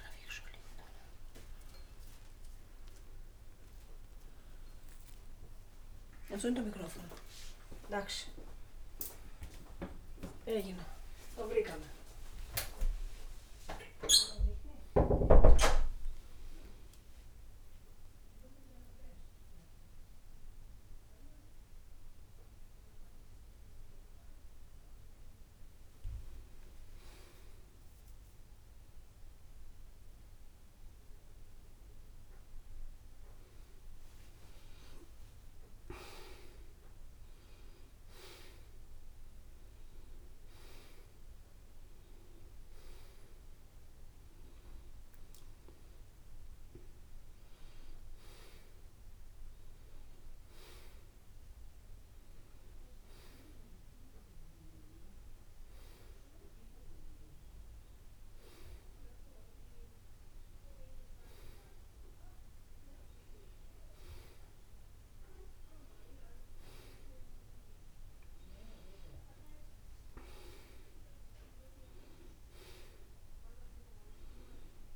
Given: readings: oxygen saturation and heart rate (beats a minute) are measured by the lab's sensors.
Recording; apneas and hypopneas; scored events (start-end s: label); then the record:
a person awake in a sleep study, by a room microphone; none
2.50-4.50 s: long interval between heartbeats (device-marked, heart rate 135 before, 184 extreme)
5.50-7.50 s: long interval between heartbeats (device-marked, heart rate 144 before, 176 extreme)
9.50-11.50 s: long interval between heartbeats (device-marked, heart rate 154 before, 114 extreme)
11.50-13.50 s: long interval between heartbeats (device-marked, heart rate 156 before, 105 extreme)
14.00-16.00 s: long interval between heartbeats (device-marked, heart rate 156 before, 104 extreme)
16.50-18.50 s: long interval between heartbeats (device-marked, heart rate 153 before, 105 extreme)
34.50-36.50 s: long interval between heartbeats (device-marked, heart rate 88 before, 100 extreme)
38.00-40.00 s: long interval between heartbeats (device-marked, heart rate 87 before, 119 extreme)
69.50-71.50 s: long interval between heartbeats (device-marked, heart rate 75 before, 83 extreme)
From the record:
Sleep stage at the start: awake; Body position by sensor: on the back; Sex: male